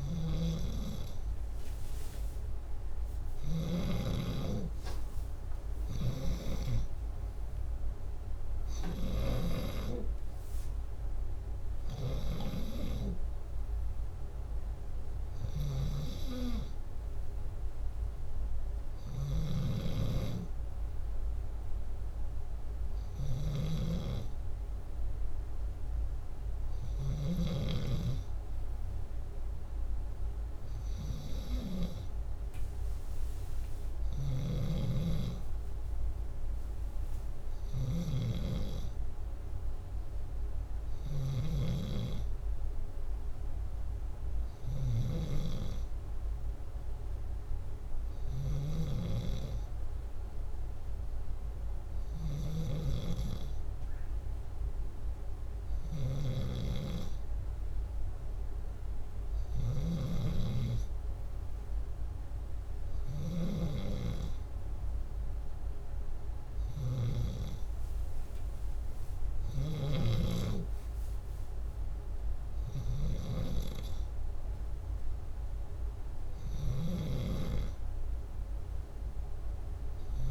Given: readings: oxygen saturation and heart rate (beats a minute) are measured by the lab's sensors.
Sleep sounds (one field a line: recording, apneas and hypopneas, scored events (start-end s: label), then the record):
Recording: breathing in sleep by a room microphone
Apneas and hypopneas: none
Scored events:
0.00-3.50 s: snoring (device-marked)
15.00-27.00 s: snoring (device-marked)
33.50-41.00 s: snoring (device-marked)
48.00-63.00 s: snoring (device-marked)
76.00-80.31 s: snoring (device-marked)
From the record:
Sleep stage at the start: N2 (light sleep)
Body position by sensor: upright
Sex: male